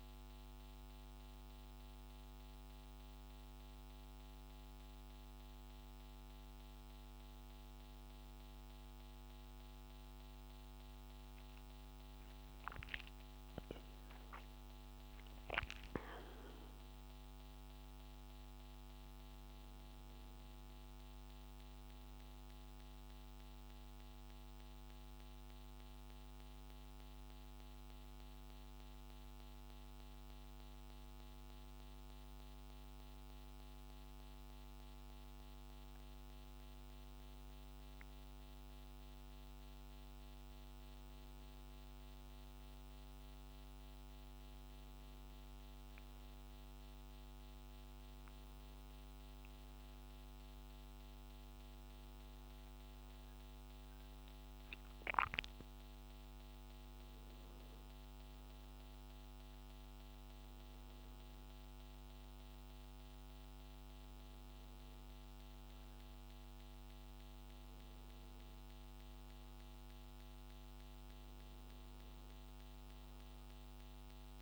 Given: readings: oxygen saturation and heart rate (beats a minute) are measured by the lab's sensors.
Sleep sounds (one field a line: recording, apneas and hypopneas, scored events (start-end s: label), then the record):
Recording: a person awake in a sleep study, hard to hear, by a microphone on the trachea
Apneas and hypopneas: none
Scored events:
none scored
From the record:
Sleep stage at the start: awake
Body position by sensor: on the right side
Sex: male